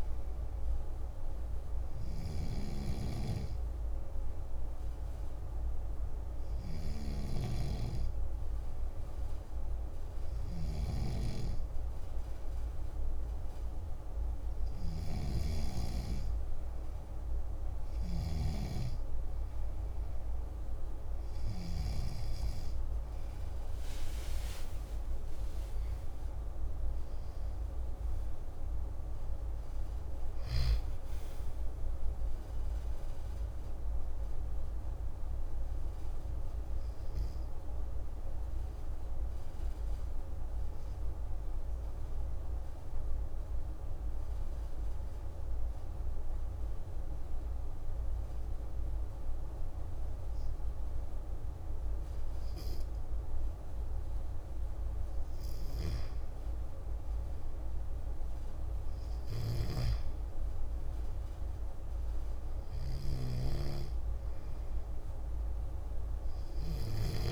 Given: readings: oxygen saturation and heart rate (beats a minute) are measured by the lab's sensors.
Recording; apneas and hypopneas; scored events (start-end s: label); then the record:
breathing in sleep by a room microphone; 1
6.50-21.50 s: snoring (device-marked)
23.50-28.50 s: arousal
36.50-55.00 s: mixed apnea (oxygen 96% before, 93% lowest, heart rate 126 before, 79 extreme)
57.00-62.00 s: arousal
From the record:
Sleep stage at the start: N2 (light sleep); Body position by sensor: on the back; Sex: male